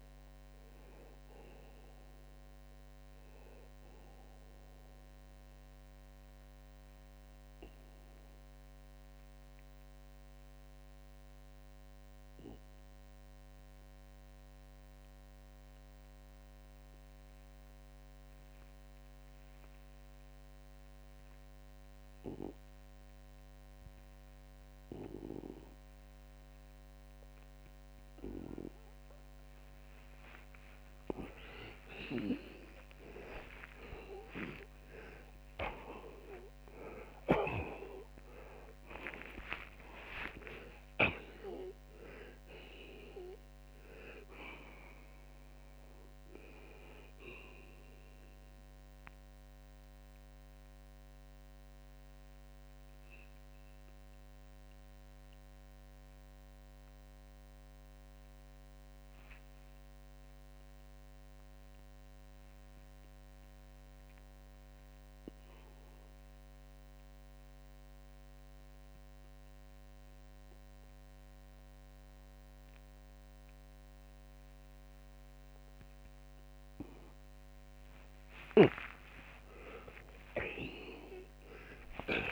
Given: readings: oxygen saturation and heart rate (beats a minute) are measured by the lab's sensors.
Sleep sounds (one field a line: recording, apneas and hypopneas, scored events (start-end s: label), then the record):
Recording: breathing in sleep by a microphone on the trachea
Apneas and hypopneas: 2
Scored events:
7.50-31.00 s: obstructive apnea (oxygen 90% before, 79% lowest)
14.50-31.50 s: oxygen desaturation (device-marked, oxygen 90% before, 79% lowest)
32.50-38.50 s: arousal
44.50-51.50 s: oxygen desaturation (device-marked, oxygen 91% before, 87% lowest)
48.50-77.50 s: obstructive apnea (oxygen 92% before, 79% lowest)
57.50-78.50 s: oxygen desaturation (device-marked, oxygen 88% before, 79% lowest)
80.00-82.32 s: arousal
From the record:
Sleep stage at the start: N2 (light sleep)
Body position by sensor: on the back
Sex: male